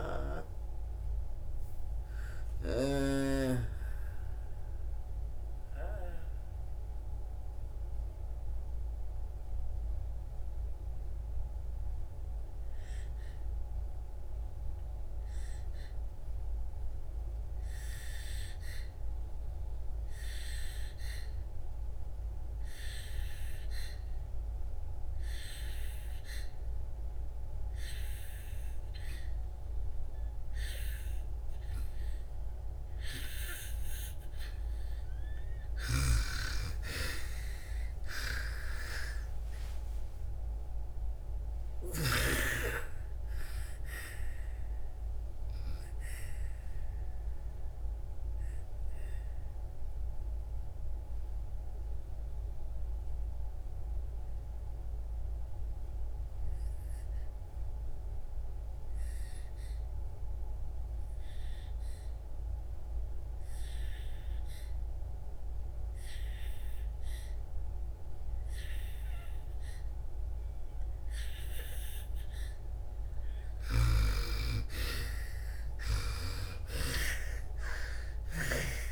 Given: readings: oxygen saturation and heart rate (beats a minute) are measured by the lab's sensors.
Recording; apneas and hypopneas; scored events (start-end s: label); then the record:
breathing in sleep by a room microphone; 2
0.00-15.50 s: oxygen desaturation (device-marked, oxygen 80% lowest)
3.50-34.00 s: obstructive apnea (oxygen 99% before, 80% lowest)
22.50-63.50 s: oxygen desaturation (device-marked, oxygen 98% before, 80% lowest)
35.50-42.00 s: snoring (device-marked)
38.50-42.50 s: arousal
46.00-72.00 s: obstructive apnea (oxygen 98% before, 78% lowest)
68.50-78.91 s: oxygen desaturation (device-marked, oxygen 98% before, 80% lowest)
75.50-78.91 s: arousal
From the record:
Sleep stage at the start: N2 (light sleep); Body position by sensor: on the back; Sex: female